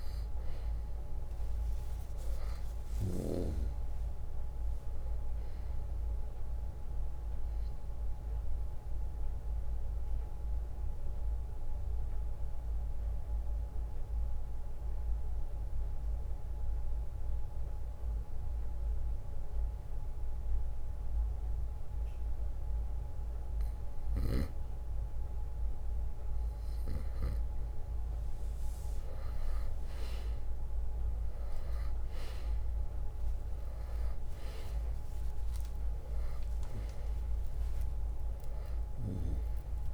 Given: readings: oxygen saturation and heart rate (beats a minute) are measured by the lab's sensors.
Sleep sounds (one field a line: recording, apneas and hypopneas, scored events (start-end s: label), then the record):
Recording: breathing in sleep by a room microphone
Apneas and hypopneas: 1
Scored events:
0.00-4.50 s: drop in pulse transit time (device-marked, heart rate 64 extreme)
0.00-22.50 s: oxygen desaturation (device-marked, oxygen 90% lowest, heart rate 57 extreme)
7.50-23.00 s: obstructive apnea (oxygen 98% before, 90% lowest, heart rate 67 before, 57 extreme, up 7 after)
10.50-24.50 s: bradycardia (device-marked, heart rate 66 before, 57 extreme)
25.00-27.50 s: arousal
30.50-39.94 s: drop in pulse transit time (device-marked, heart rate 59 before, 64 extreme)
32.50-39.94 s: oxygen desaturation (device-marked, oxygen 98% before, 92% lowest, heart rate 59 before, 58 extreme)
From the record:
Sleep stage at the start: N2 (light sleep)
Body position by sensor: on the right side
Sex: male